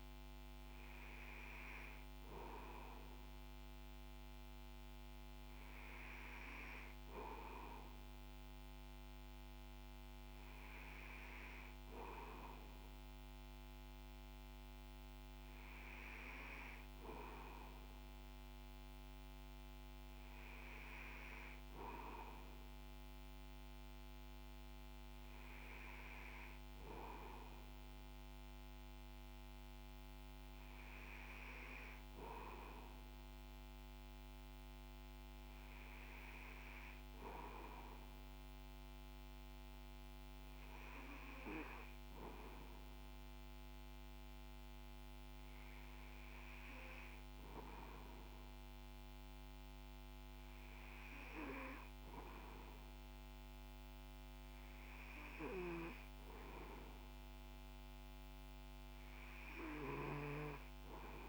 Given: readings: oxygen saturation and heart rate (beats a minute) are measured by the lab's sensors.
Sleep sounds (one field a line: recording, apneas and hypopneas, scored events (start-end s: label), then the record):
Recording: breathing in sleep by a microphone on the trachea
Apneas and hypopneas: none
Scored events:
none scored
From the record:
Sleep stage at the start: REM sleep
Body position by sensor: on the back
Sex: male